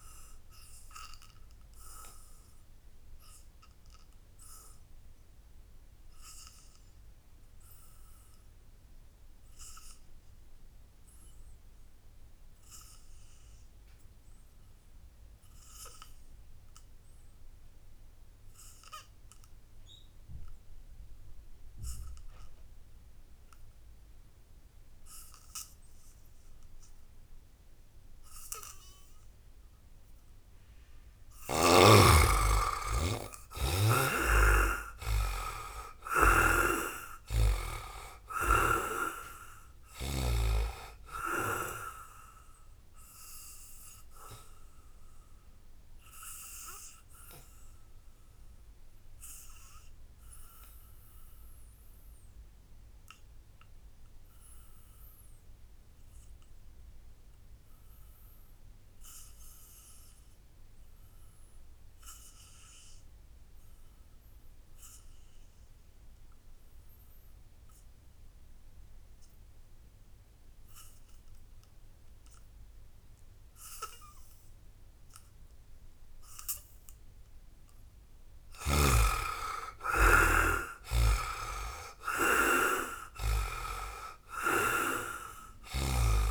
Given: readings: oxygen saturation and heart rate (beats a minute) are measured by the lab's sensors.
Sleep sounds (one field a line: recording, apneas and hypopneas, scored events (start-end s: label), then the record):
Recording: breathing in sleep by a room microphone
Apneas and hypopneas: 2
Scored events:
0.00-9.50 s: oxygen desaturation (device-marked, oxygen 69% lowest, heart rate 58 extreme)
0.50-29.00 s: obstructive apnea (oxygen 98% before, 69% lowest, heart rate 74 before, 58 extreme, up 8 after)
14.50-54.50 s: oxygen desaturation (device-marked, oxygen 98% before, 70% lowest, heart rate 83 before, 58 extreme)
31.00-34.50 s: arousal
33.50-40.00 s: snoring (device-marked)
43.50-75.50 s: obstructive apnea (oxygen 97% before, 68% lowest, heart rate 70 before, 60 extreme)
61.50-86.31 s: oxygen desaturation (device-marked, oxygen 99% before, 68% lowest, heart rate 81 before, 60 extreme)
77.50-82.00 s: arousal
80.50-86.31 s: snoring (device-marked)
From the record:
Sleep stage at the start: N2 (light sleep)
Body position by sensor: on the back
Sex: male